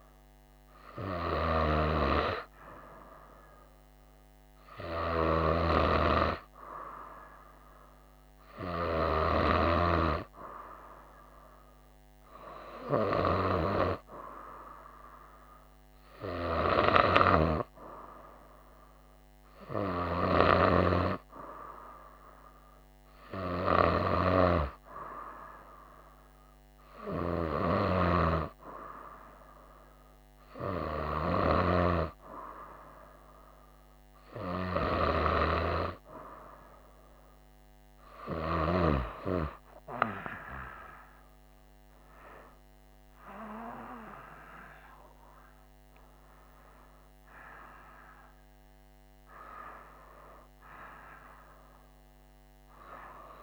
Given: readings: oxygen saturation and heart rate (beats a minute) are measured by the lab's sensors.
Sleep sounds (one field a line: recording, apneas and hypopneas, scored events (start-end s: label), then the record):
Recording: breathing in sleep by a microphone on the trachea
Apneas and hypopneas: none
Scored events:
none scored
From the record:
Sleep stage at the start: N2 (light sleep)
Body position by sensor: on the right side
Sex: female